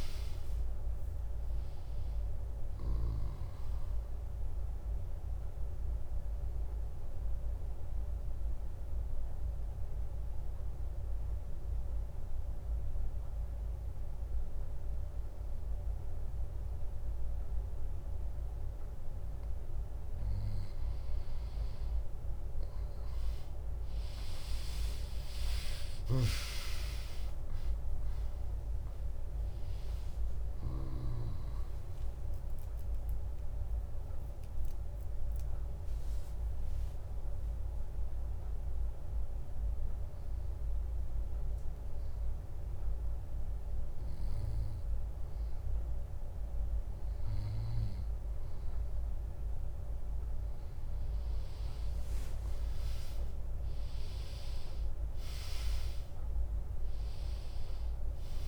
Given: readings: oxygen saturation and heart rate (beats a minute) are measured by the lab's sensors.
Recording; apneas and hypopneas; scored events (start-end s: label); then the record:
breathing in sleep, hard to hear, by a room microphone; 2
7.00-20.50 s: mixed apnea (oxygen 100% before, 95% lowest, heart rate 74 before, 60 extreme, up 3 after)
22.00-26.00 s: arousal
25.50-50.50 s: oxygen desaturation (device-marked, oxygen 99% before, 95% lowest, heart rate 67 before, 60 extreme)
28.50-42.50 s: drop in pulse transit time (device-marked, heart rate 66 before, 72 extreme)
32.50-47.50 s: obstructive apnea (oxygen 99% before, 95% lowest, heart rate 69 before, 60 extreme)
51.50-55.50 s: arousal
From the record:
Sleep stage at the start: N2 (light sleep); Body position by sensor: on the back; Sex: female